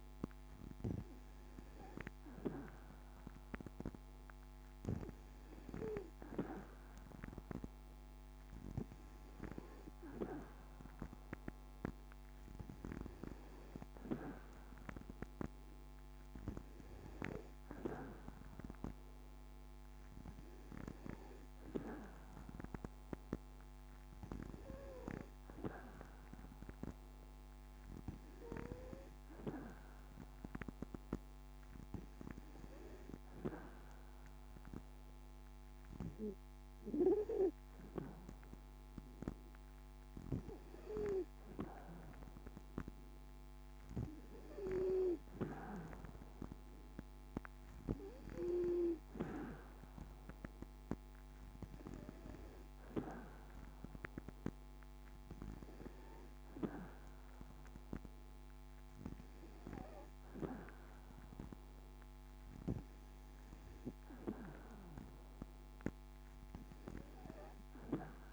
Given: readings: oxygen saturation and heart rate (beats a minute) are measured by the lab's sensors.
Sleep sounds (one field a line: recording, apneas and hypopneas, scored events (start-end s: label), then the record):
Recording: breathing in sleep by a microphone on the trachea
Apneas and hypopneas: none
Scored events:
none scored
From the record:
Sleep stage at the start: N2 (light sleep)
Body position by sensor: on the back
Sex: female